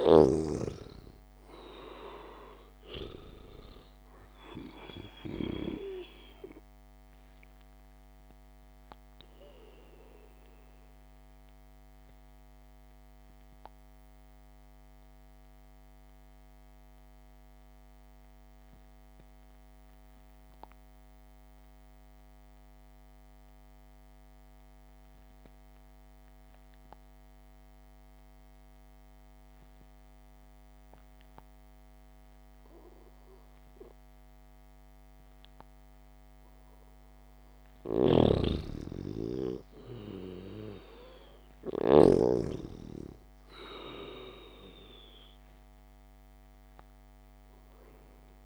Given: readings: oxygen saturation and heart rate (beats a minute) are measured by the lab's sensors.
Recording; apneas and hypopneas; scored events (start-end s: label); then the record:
breathing in sleep by a microphone on the trachea; 1
0.00-1.00 s: snoring (device-marked)
0.00-3.00 s: arousal
7.00-30.00 s: oxygen desaturation (device-marked, oxygen 96% before, 89% lowest, heart rate 60 before, 53 extreme)
12.00-34.00 s: mixed apnea (oxygen 99% before, 89% lowest, heart rate 59 before, 53 extreme)
38.50-42.50 s: snoring (device-marked)
39.00-43.00 s: arousal
From the record:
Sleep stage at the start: N2 (light sleep); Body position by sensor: on the back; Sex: male